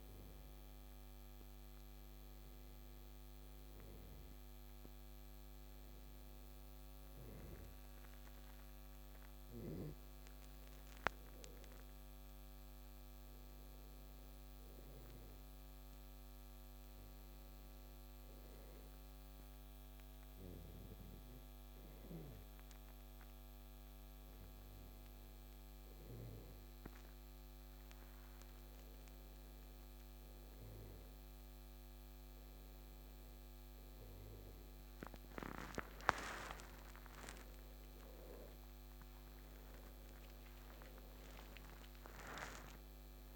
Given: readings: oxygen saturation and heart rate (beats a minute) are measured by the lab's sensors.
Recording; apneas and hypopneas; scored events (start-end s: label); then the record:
a person awake in a sleep study, by a microphone on the trachea; none
none scored
From the record:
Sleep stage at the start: awake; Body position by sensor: on the back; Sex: male